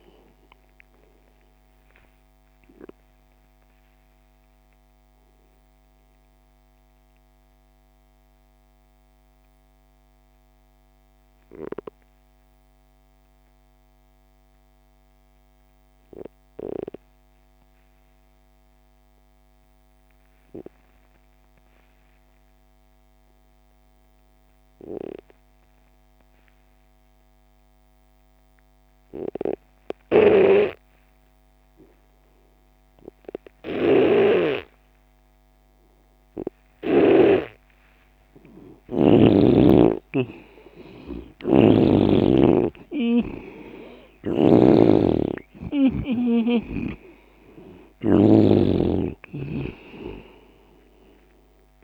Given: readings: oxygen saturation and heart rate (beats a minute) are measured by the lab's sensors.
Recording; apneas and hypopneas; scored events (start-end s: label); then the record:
breathing in sleep by a microphone on the trachea; 1
0.00-12.00 s: oxygen desaturation (device-marked, oxygen 86% lowest)
2.00-39.00 s: mixed apnea (oxygen 97% before, 86% lowest)
30.00-37.00 s: snoring (device-marked)
30.00-51.84 s: oxygen desaturation (device-marked, oxygen 98% before, 86% lowest)
40.50-44.50 s: arousal
44.00-51.84 s: snoring (device-marked)
From the record:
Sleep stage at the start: N2 (light sleep); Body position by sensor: on the left side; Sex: male